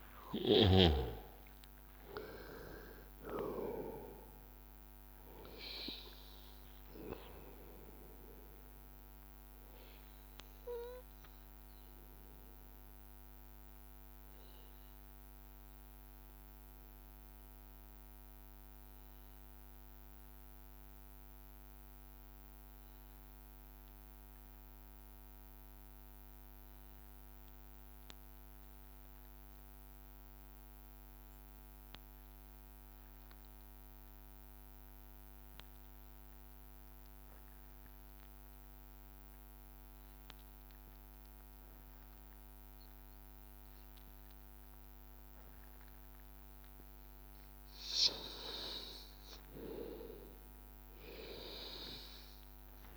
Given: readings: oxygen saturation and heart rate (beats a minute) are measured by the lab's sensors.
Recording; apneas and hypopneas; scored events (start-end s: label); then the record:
breathing in sleep by a microphone on the trachea; 1
0.00-18.00 s: oxygen desaturation (device-marked, oxygen 91% lowest, heart rate 81 extreme)
12.00-47.00 s: hypopnea (oxygen 96% before, 92% lowest, heart rate 84 before, 80 extreme, up 1 after)
37.00-52.97 s: oxygen desaturation (device-marked, oxygen 99% before, 93% lowest, heart rate 82 before, 80 extreme)
48.50-52.00 s: arousal
From the record:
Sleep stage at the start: N2 (light sleep); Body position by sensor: on the back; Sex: male